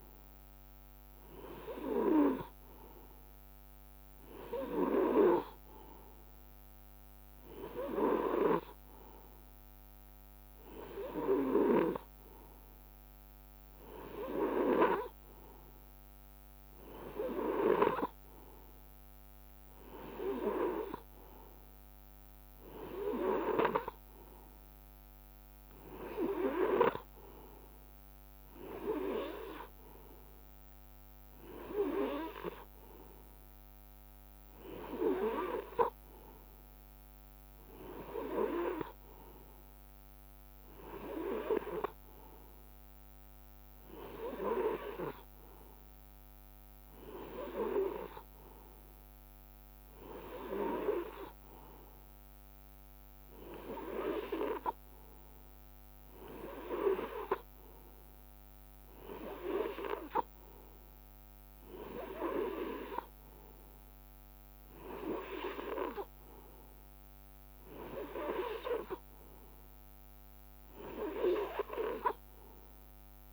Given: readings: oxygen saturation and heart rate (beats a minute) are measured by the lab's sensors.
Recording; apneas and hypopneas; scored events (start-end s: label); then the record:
breathing in sleep by a microphone on the trachea; none
20.50-22.50 s: long interval between heartbeats (device-marked, heart rate 66 before, 73 extreme)
26.50-28.50 s: long interval between heartbeats (device-marked, heart rate 68 before, 74 extreme)
From the record:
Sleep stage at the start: N2 (light sleep); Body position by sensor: on the right side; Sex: male